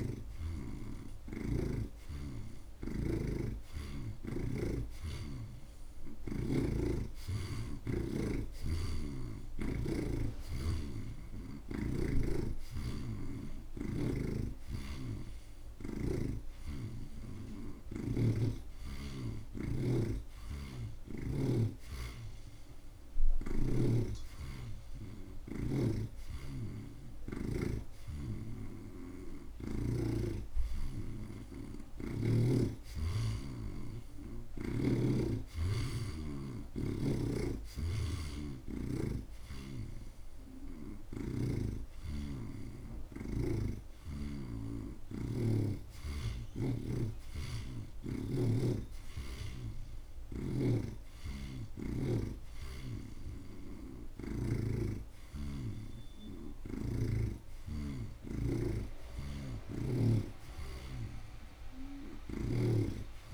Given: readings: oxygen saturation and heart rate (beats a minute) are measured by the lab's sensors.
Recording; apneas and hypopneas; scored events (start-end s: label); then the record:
breathing in sleep by a room microphone; none
0.00-6.50 s: snoring (device-marked)
8.50-12.00 s: snoring (device-marked)
14.00-18.50 s: snoring (device-marked)
20.00-28.00 s: oxygen desaturation (device-marked, oxygen 83% before, 78% lowest)
20.50-24.00 s: snoring (device-marked)
26.00-30.00 s: snoring (device-marked)
From the record:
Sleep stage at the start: N2 (light sleep); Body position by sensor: on the right side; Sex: male